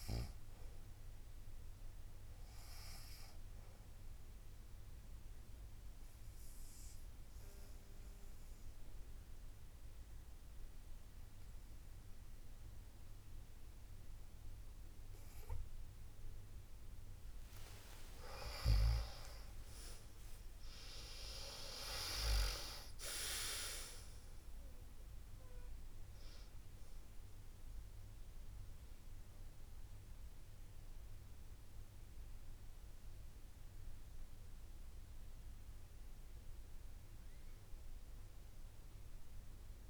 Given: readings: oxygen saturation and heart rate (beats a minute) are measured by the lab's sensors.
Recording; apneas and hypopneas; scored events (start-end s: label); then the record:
breathing in sleep by a room microphone; 1
4.00-18.00 s: obstructive apnea (oxygen 96% before, 90% lowest, heart rate 64 before, 62 extreme, up 54 after)
19.50-24.50 s: arousal
25.00-39.90 s: oxygen desaturation (device-marked, oxygen 96% before, 90% lowest, heart rate 76 before, 63 extreme)
38.00-39.90 s: new sleep stage, N1 (lightest sleep)
From the record:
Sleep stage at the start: N2 (light sleep); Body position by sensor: on the back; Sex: female